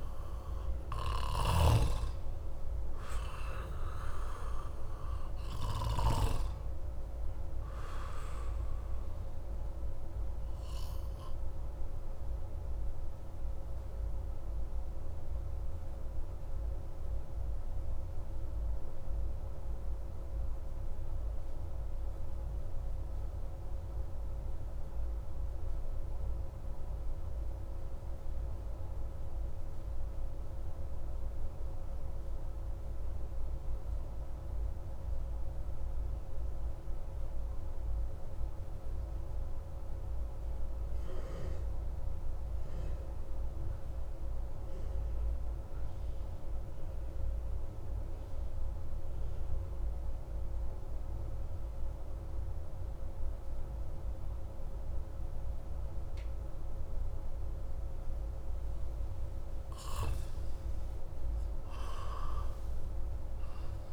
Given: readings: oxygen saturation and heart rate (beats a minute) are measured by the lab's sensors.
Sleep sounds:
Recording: breathing in sleep by a room microphone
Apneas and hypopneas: 1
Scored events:
0.00-22.50 s: oxygen desaturation (device-marked, oxygen 87% lowest)
11.00-59.50 s: obstructive apnea (oxygen 94% before, 87% lowest)
58.50-63.93 s: oxygen desaturation (device-marked, oxygen 96% before, 92% lowest, heart rate 32 before, 26 extreme)
61.00-63.93 s: arousal
From the record:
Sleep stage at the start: N2 (light sleep)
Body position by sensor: on the back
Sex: male

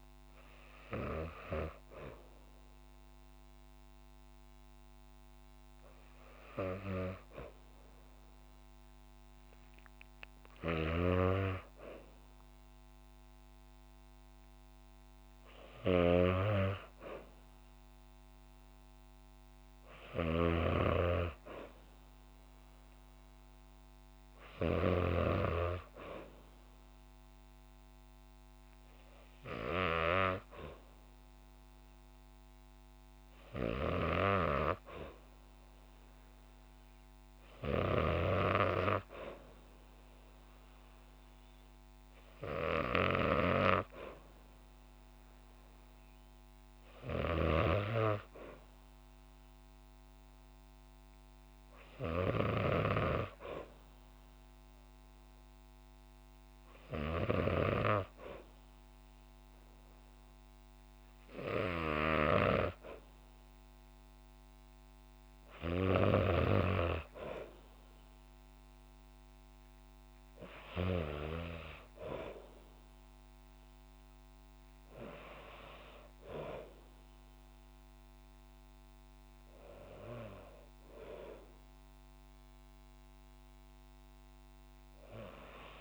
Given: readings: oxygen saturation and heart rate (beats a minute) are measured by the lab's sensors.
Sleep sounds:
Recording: breathing in sleep by a microphone on the trachea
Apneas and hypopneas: none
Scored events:
15.00-20.00 s: snoring (device-marked)
46.50-57.00 s: snoring (device-marked)
From the record:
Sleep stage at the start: N2 (light sleep)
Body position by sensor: on the back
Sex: female

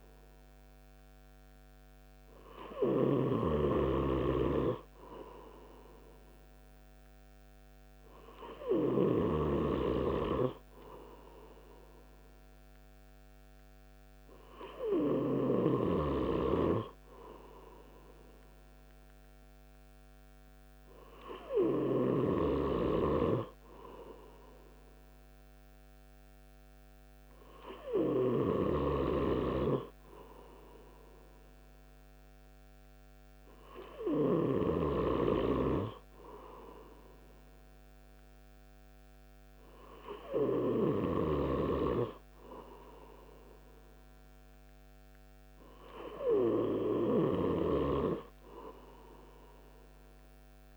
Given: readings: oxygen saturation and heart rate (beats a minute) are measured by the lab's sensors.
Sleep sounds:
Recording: breathing in sleep by a microphone on the trachea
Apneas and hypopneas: none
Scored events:
none scored
From the record:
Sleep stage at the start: N3 (deep sleep)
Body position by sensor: on the right side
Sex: male

